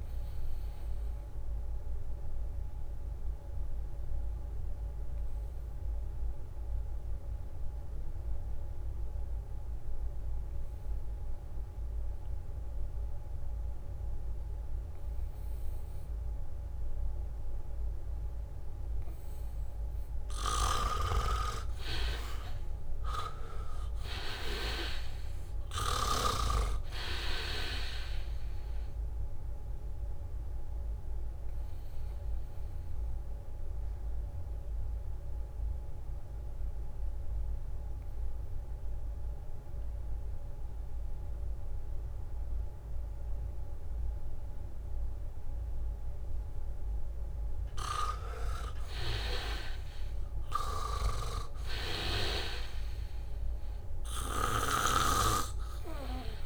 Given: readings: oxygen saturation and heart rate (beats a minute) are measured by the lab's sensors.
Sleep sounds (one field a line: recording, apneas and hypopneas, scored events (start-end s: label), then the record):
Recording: breathing in sleep by a room microphone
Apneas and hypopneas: 2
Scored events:
0.00-17.00 s: oxygen desaturation (device-marked, oxygen 82% lowest, heart rate 75 extreme)
2.50-20.00 s: obstructive apnea (oxygen 98% before, 81% lowest, heart rate 77 before, 75 extreme, up 2 after)
19.00-43.00 s: oxygen desaturation (device-marked, oxygen 98% before, 81% lowest, heart rate 78 before, 75 extreme)
21.00-29.00 s: leg movement (device-marked)
21.50-27.00 s: snoring (device-marked)
22.00-24.50 s: arousal
32.00-48.00 s: obstructive apnea (oxygen 98% before, 81% lowest, heart rate 76 before, 77 extreme, up 2 after)
50.00-56.45 s: oxygen desaturation (device-marked, oxygen 99% before, 85% lowest, heart rate 78 before, 75 extreme)
50.50-53.50 s: arousal
51.50-55.50 s: snoring (device-marked)
From the record:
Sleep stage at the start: N2 (light sleep)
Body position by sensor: on the back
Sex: male